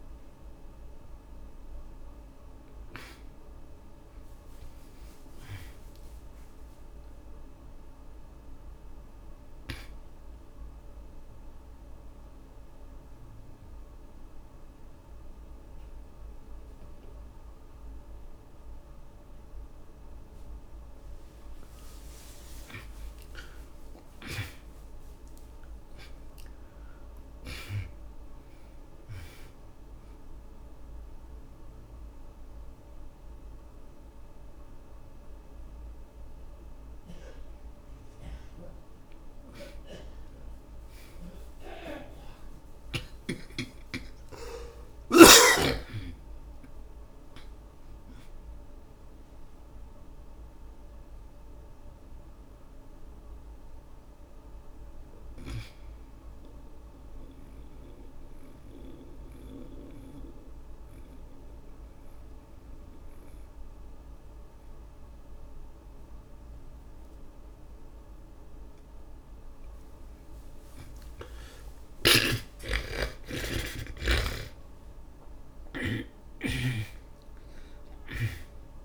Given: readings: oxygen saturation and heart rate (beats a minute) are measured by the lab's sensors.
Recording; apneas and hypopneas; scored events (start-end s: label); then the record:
breathing in sleep by a room microphone; 3
0.00-11.00 s: oxygen desaturation (device-marked, oxygen 81% lowest, heart rate 56 extreme)
4.00-7.50 s: arousal
10.00-22.00 s: obstructive apnea (oxygen 98% before, 72% lowest, heart rate 66 before, 53 extreme, up 21 after)
18.00-28.00 s: oxygen desaturation (device-marked, oxygen 95% before, 86% lowest, heart rate 65 before, 53 extreme)
24.00-28.50 s: arousal
31.00-41.00 s: mixed apnea (oxygen 95% before, 72% lowest, heart rate 68 before, 52 extreme, up 10 after)
35.00-43.00 s: oxygen desaturation (device-marked, oxygen 89% before, 72% lowest, heart rate 70 before, 52 extreme)
43.50-48.00 s: arousal
55.50-60.00 s: snoring (device-marked)
56.00-68.50 s: obstructive apnea (oxygen 95% before, 73% lowest, heart rate 64 before, 50 extreme, up 31 after)
70.50-74.50 s: arousal
72.00-77.00 s: snoring (device-marked)
From the record:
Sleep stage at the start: N2 (light sleep); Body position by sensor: on the back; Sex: male